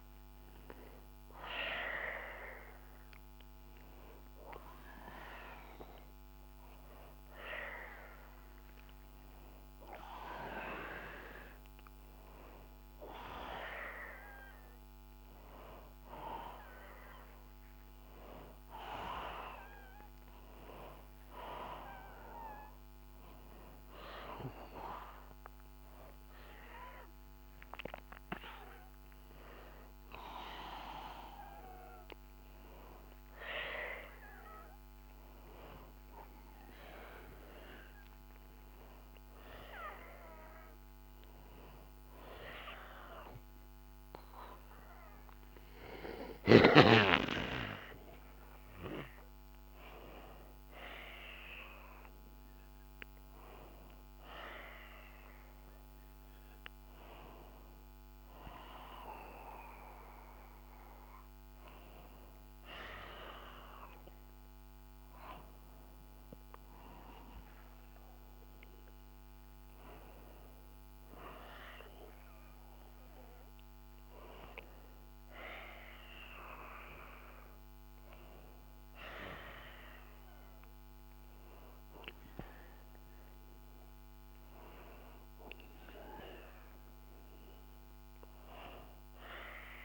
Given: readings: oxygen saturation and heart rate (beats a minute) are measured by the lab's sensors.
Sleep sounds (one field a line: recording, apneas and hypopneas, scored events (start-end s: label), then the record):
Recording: a person awake in a sleep study, by a microphone on the trachea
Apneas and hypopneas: none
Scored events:
63.50-89.85 s: new sleep stage, N1 (lightest sleep)
From the record:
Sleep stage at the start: awake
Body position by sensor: on the back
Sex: male